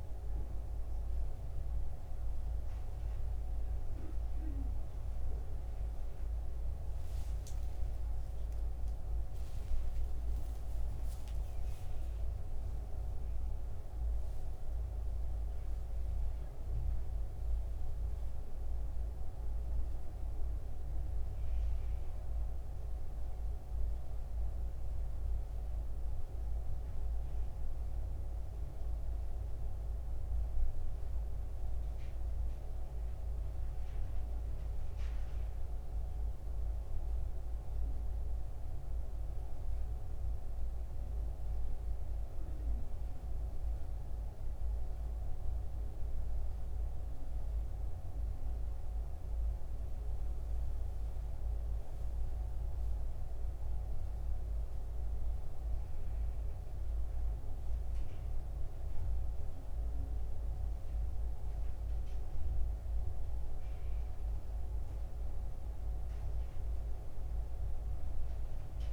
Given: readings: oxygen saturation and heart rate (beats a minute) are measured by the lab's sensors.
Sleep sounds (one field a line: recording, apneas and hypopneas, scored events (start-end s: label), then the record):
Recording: breathing in sleep, hard to hear, by a room microphone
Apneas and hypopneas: 1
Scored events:
0.00-4.00 s: oxygen desaturation (device-marked, oxygen 89% lowest, heart rate 71 extreme)
5.00-9.00 s: arousal
10.00-68.93 s: new sleep stage, N2 (light sleep)
38.00-49.00 s: central apnea (oxygen 99% before, 86% lowest, heart rate 74 before, 66 extreme, up 11 after)
51.00-55.50 s: arousal
58.00-68.93 s: oxygen desaturation (device-marked, oxygen 94% before, 91% lowest, heart rate 70 before, 69 extreme)
From the record:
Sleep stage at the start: N1 (lightest sleep)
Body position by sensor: on the back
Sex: male